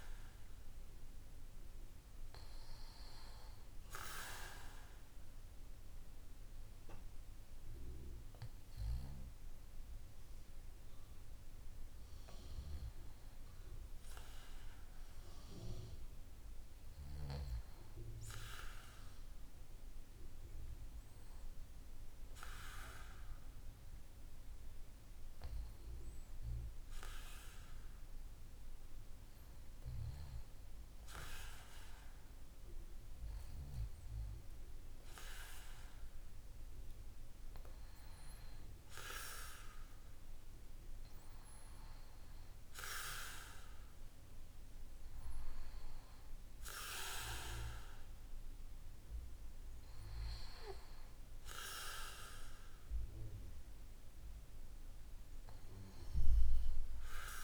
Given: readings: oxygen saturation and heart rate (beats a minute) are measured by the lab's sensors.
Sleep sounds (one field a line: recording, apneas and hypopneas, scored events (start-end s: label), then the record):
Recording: breathing in sleep by a room microphone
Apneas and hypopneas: 1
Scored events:
20.50-35.50 s: hypopnea (oxygen 96% before, 94% lowest, heart rate 53 before, 53 extreme, up 7 after)
37.50-41.00 s: arousal
From the record:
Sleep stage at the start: REM sleep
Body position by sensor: on the back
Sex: male